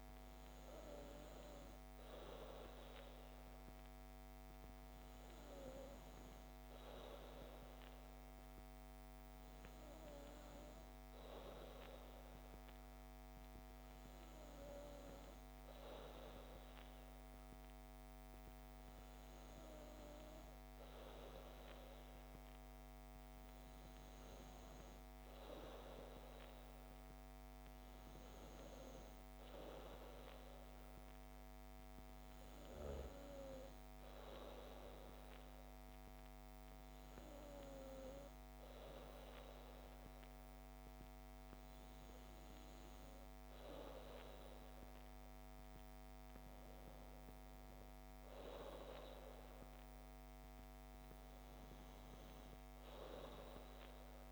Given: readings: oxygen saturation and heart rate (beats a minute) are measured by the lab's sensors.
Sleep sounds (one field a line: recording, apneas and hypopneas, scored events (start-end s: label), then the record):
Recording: breathing in sleep by a microphone on the trachea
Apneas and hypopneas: none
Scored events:
none scored
From the record:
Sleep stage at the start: N2 (light sleep)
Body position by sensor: on the back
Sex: female